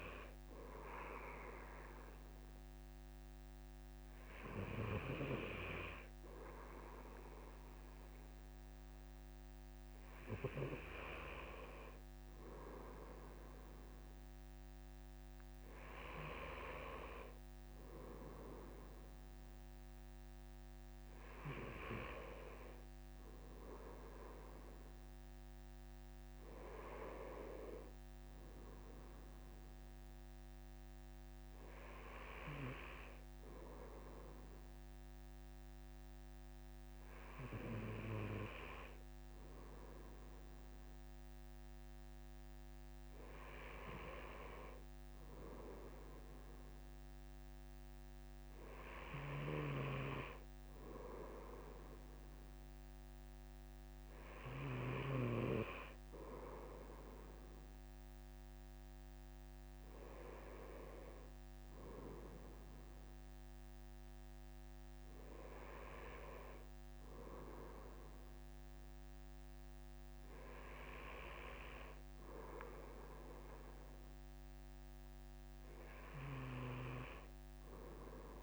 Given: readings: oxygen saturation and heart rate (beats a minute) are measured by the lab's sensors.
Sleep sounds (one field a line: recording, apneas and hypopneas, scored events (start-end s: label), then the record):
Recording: breathing in sleep by a microphone on the trachea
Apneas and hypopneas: none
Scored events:
none scored
From the record:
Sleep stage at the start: N2 (light sleep)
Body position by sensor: on the right side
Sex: male